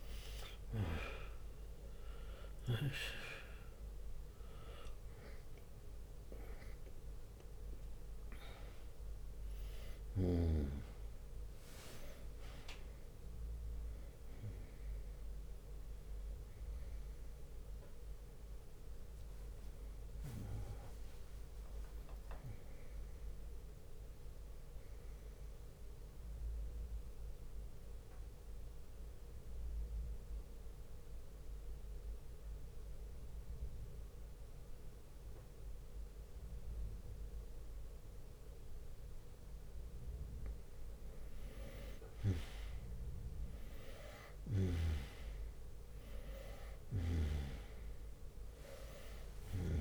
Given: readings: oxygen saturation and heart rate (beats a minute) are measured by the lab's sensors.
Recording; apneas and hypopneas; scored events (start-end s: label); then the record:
breathing in sleep by a room microphone; 1
0.00-13.00 s: drop in pulse transit time (device-marked, heart rate 70 extreme)
0.00-24.00 s: oxygen desaturation (device-marked, oxygen 91% lowest, heart rate 60 extreme)
21.00-24.50 s: arousal
25.50-41.00 s: mixed apnea (oxygen 98% before, 92% lowest, heart rate 71 before, 60 extreme, up 9 after)
43.00-47.50 s: arousal
43.00-49.81 s: oxygen desaturation (device-marked, oxygen 98% before, 93% lowest, heart rate 63 before, 60 extreme)
From the record:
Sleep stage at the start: N2 (light sleep); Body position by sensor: on the right side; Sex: male